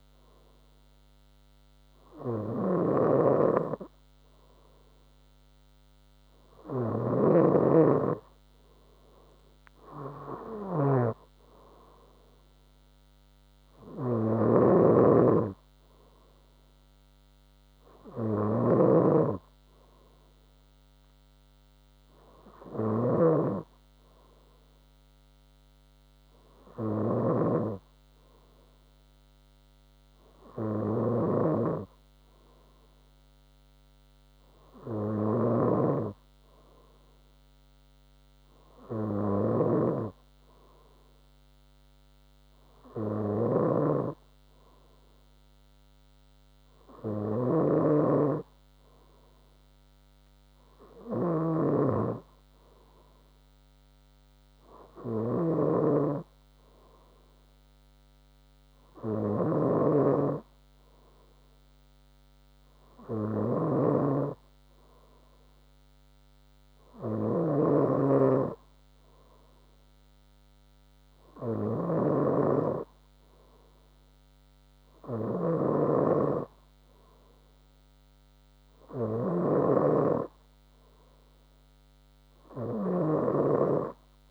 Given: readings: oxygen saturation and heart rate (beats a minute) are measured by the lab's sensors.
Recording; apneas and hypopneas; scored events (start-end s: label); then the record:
breathing in sleep by a microphone on the trachea; none
0.00-36.00 s: snoring (device-marked)
43.50-72.50 s: snoring (device-marked)
79.50-84.31 s: snoring (device-marked)
From the record:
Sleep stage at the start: N3 (deep sleep); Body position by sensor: on the front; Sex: female